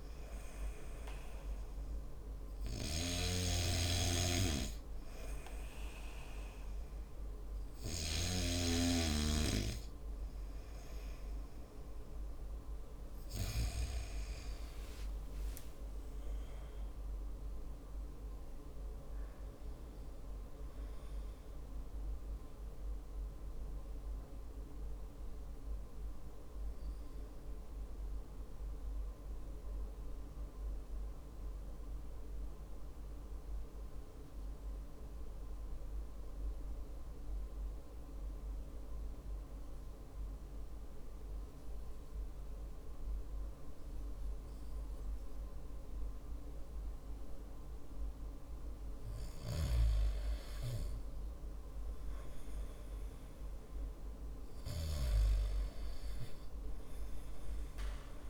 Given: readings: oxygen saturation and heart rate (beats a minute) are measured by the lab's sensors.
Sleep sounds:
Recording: breathing in sleep by a room microphone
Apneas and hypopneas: 1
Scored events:
2.50-8.50 s: snoring (device-marked)
14.50-19.00 s: arousal
29.50-47.50 s: mixed apnea (oxygen 96% before, 93% lowest, heart rate 53 before, 51 extreme, up 7 after)
50.00-53.50 s: arousal
From the record:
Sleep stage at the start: N2 (light sleep)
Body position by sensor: on the back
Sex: male

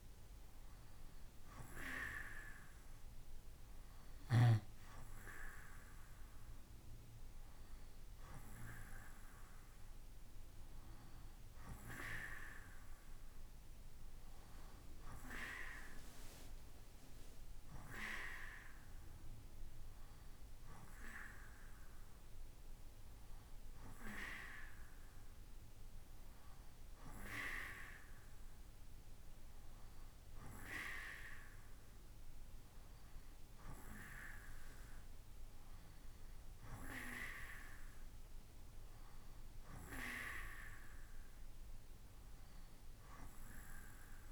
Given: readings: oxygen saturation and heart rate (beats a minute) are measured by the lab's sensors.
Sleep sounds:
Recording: breathing in sleep by a room microphone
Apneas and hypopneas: none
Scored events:
none scored
From the record:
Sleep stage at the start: N2 (light sleep)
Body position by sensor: on the right side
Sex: male

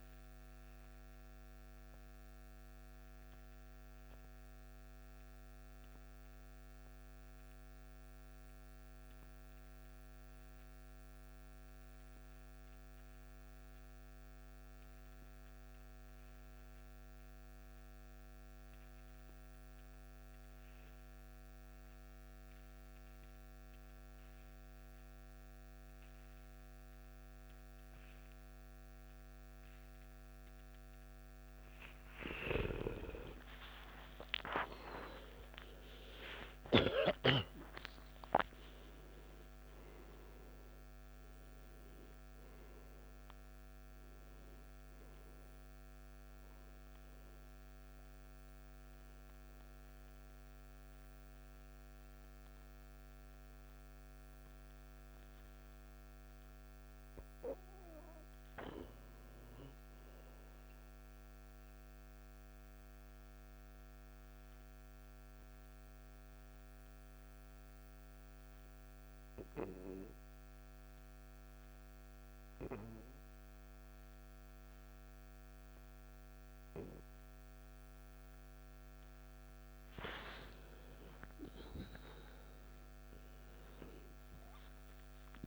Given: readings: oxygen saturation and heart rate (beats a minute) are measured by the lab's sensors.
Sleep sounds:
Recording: breathing in sleep by a microphone on the trachea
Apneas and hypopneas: 2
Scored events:
0.00-2.50 s: oxygen desaturation (device-marked, oxygen 89% lowest, heart rate 55 extreme)
0.50-30.50 s: new sleep stage, N2 (light sleep)
13.50-32.00 s: obstructive apnea (oxygen 97% before, 86% lowest, heart rate 59 before, 56 extreme, up 16 after)
21.50-62.50 s: oxygen desaturation (device-marked, oxygen 97% before, 86% lowest, heart rate 57 before, 56 extreme)
30.50-60.50 s: new sleep stage, N1 (lightest sleep)
33.00-38.00 s: arousal
60.50-85.47 s: new sleep stage, N2 (light sleep)
64.00-80.50 s: hypopnea (oxygen 98% before, 88% lowest, heart rate 62 before, 57 extreme, up 12 after)
81.50-85.47 s: arousal
From the record:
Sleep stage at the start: N1 (lightest sleep)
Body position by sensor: on the back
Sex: male

